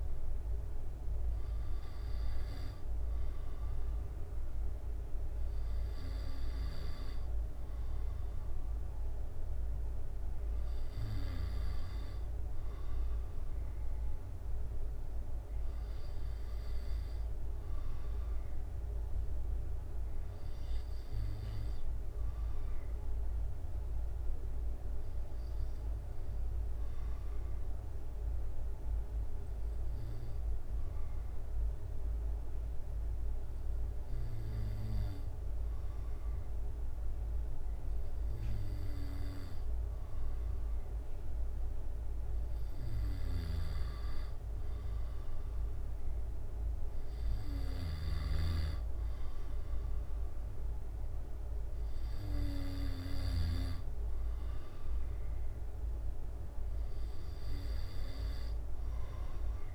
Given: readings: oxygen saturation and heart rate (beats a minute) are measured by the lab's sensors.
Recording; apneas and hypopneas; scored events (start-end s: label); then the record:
breathing in sleep by a room microphone; 1
14.50-18.00 s: arousal
19.50-40.00 s: obstructive apnea (oxygen 96% before, 93% lowest, heart rate 67 before, 65 extreme, up 4 after)
44.00-48.00 s: arousal
48.50-54.00 s: snoring (device-marked)
From the record:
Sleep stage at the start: N2 (light sleep); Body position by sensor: on the back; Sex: male